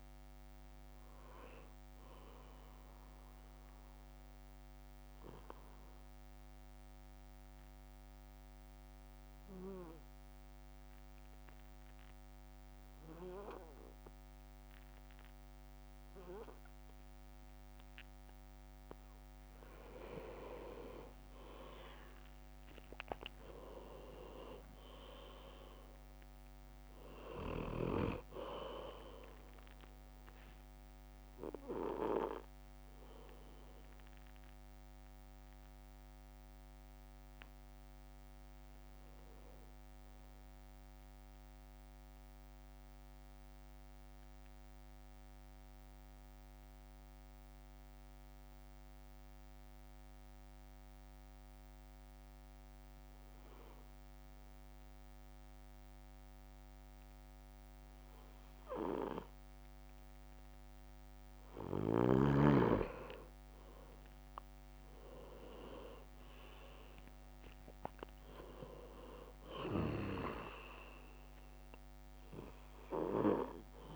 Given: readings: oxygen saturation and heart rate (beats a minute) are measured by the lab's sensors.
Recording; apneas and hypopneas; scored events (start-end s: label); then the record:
breathing in sleep by a microphone on the trachea; 2
4.00-18.00 s: obstructive apnea (oxygen 98% before, 95% lowest, heart rate 55 before, 51 extreme, up 8 after)
20.00-25.00 s: arousal
20.50-22.00 s: leg movement (device-marked)
21.50-31.50 s: drop in pulse transit time (device-marked, heart rate 55 before, 55 extreme)
24.50-26.00 s: leg movement (device-marked)
40.50-49.50 s: drop in pulse transit time (device-marked, heart rate 56 before, 51 extreme)
43.00-60.50 s: mixed apnea (oxygen 98% before, 95% lowest, heart rate 56 before, 50 extreme, up 9 after)
64.00-67.50 s: arousal
64.50-73.96 s: drop in pulse transit time (device-marked, heart rate 52 before, 52 extreme)
65.50-67.00 s: leg movement (device-marked)
From the record:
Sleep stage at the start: N2 (light sleep); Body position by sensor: on the back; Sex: male